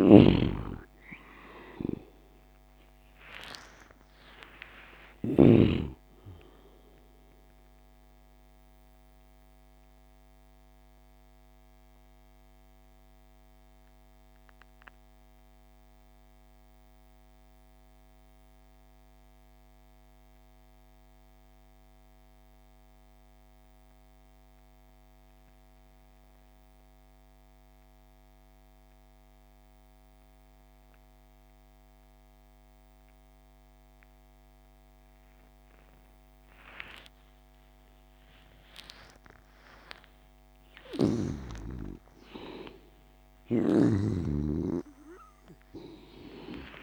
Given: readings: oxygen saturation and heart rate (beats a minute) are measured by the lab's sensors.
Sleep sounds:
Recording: breathing in sleep by a microphone on the trachea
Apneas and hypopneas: 1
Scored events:
0.00-5.00 s: snoring (device-marked)
0.00-21.50 s: oxygen desaturation (device-marked, oxygen 75% lowest)
8.50-39.00 s: mixed apnea (oxygen 98% before, 75% lowest)
36.50-46.83 s: oxygen desaturation (device-marked, oxygen 98% before, 78% lowest)
40.50-45.50 s: arousal
43.00-46.83 s: snoring (device-marked)
From the record:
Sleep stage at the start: N2 (light sleep)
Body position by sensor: on the back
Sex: male

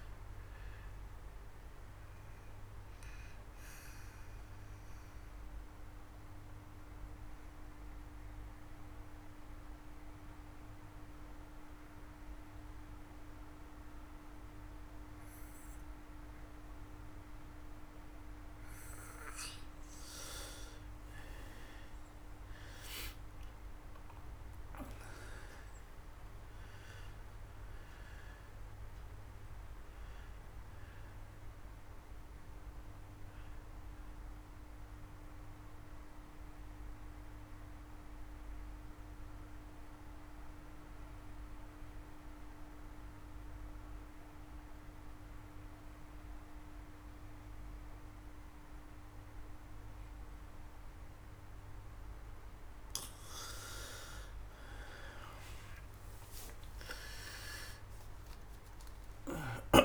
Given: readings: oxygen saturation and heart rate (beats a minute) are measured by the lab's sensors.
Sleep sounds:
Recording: breathing in sleep by a room microphone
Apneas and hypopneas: 2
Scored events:
0.00-14.00 s: oxygen desaturation (device-marked, oxygen 97% before, 87% lowest)
1.00-18.00 s: obstructive apnea (oxygen 98% before, 84% lowest)
21.00-25.00 s: arousal
21.00-44.00 s: oxygen desaturation (device-marked, oxygen 98% before, 86% lowest)
34.00-51.50 s: obstructive apnea (oxygen 98% before, 84% lowest)
51.00-59.85 s: oxygen desaturation (device-marked, oxygen 99% before, 84% lowest)
54.50-59.85 s: arousal
From the record:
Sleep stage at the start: N2 (light sleep)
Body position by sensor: on the back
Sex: male

